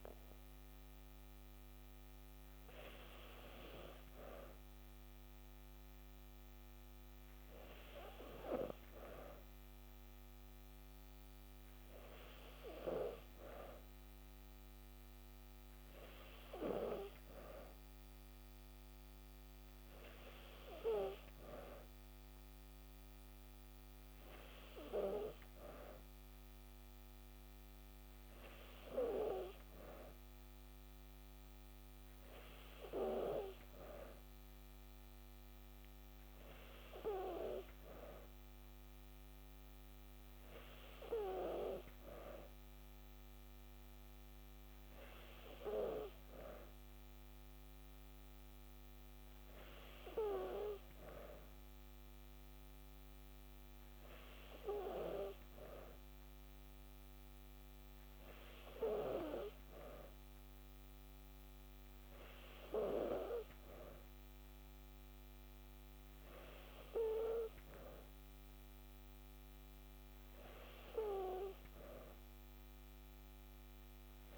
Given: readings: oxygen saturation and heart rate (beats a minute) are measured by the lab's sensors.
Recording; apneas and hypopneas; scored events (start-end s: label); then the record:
breathing in sleep by a microphone on the trachea; none
none scored
From the record:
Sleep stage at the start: N3 (deep sleep); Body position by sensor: on the back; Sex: female